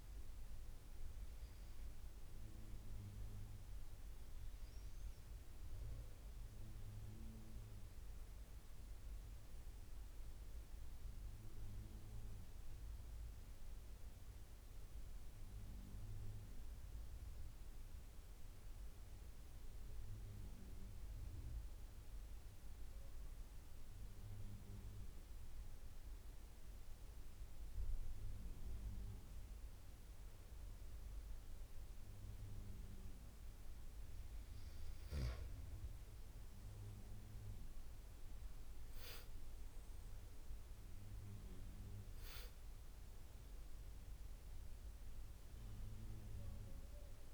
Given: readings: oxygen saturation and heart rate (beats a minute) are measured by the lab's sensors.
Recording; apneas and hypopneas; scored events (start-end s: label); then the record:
breathing in sleep, hard to hear, by a room microphone; 1
8.50-12.50 s: arousal
19.00-30.00 s: obstructive apnea (oxygen 93% before, 90% lowest, heart rate 85 before, 79 extreme, up 7 after)
36.00-47.34 s: oxygen desaturation (device-marked, oxygen 93% before, 90% lowest, heart rate 81 before, 75 extreme)
36.50-40.00 s: arousal
From the record:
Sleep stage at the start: N2 (light sleep); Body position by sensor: on the back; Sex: male